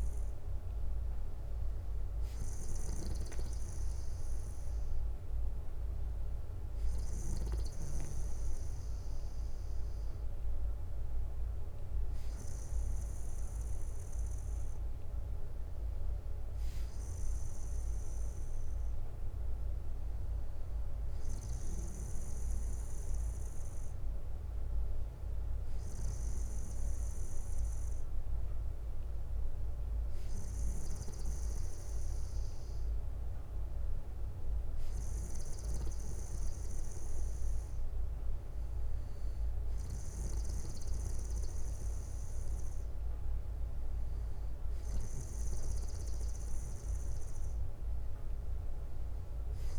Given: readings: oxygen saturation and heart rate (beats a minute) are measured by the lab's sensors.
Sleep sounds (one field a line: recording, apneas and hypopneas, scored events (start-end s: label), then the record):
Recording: breathing in sleep, hard to hear, by a room microphone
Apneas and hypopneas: none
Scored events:
0.00-4.00 s: bradycardia (device-marked, heart rate 62 before, 57 extreme)
12.00-14.00 s: bradycardia (device-marked, heart rate 62 before, 60 extreme)
From the record:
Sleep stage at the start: N2 (light sleep)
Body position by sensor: on the back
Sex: male